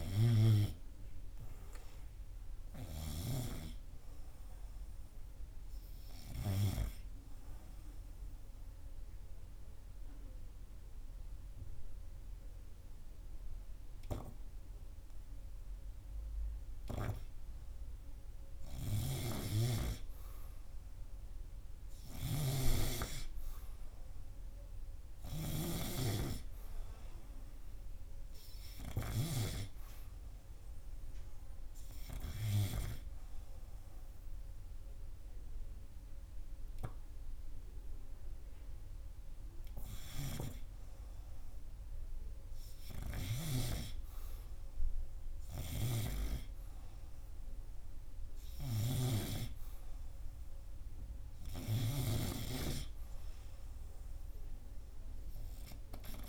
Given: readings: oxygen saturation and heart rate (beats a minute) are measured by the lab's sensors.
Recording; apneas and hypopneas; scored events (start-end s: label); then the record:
breathing in sleep by a room microphone; 1
8.50-19.50 s: hypopnea (oxygen 99% before, 96% lowest, heart rate 83 before, 79 extreme, up 4 after)
21.00-26.00 s: arousal
46.00-52.50 s: snoring (device-marked)
From the record:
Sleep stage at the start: N2 (light sleep); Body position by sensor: on the right side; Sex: male